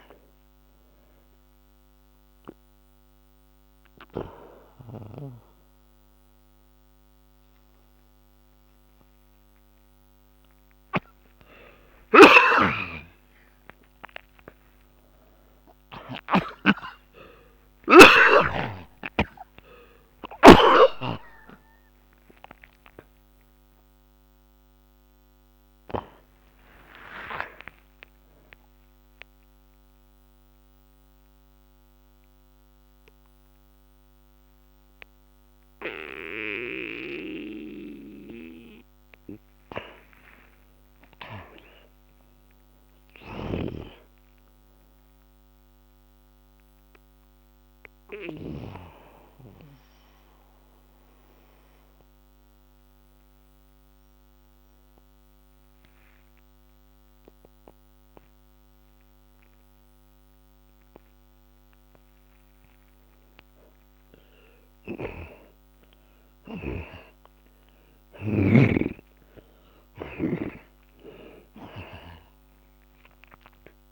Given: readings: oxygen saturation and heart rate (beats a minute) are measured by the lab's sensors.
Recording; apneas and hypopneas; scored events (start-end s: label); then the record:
breathing in sleep by a microphone on the trachea; 2
0.00-3.00 s: oxygen desaturation (device-marked, oxygen 82% lowest, heart rate 48 extreme)
12.00-16.50 s: snoring (device-marked)
19.00-44.00 s: oxygen desaturation (device-marked, oxygen 91% before, 88% lowest)
23.50-27.00 s: arousal
29.00-39.50 s: obstructive apnea (oxygen 93% before, 69% lowest)
40.50-44.50 s: arousal
43.50-49.00 s: snoring (device-marked)
46.00-59.00 s: oxygen desaturation (device-marked, oxygen 98% before, 93% lowest)
48.50-62.00 s: obstructive apnea (oxygen 98% before, 69% lowest)
63.50-68.00 s: arousal
64.00-73.92 s: oxygen desaturation (device-marked, oxygen 94% before, 69% lowest)
66.50-70.50 s: snoring (device-marked)
From the record:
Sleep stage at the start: N2 (light sleep); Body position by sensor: on the back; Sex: male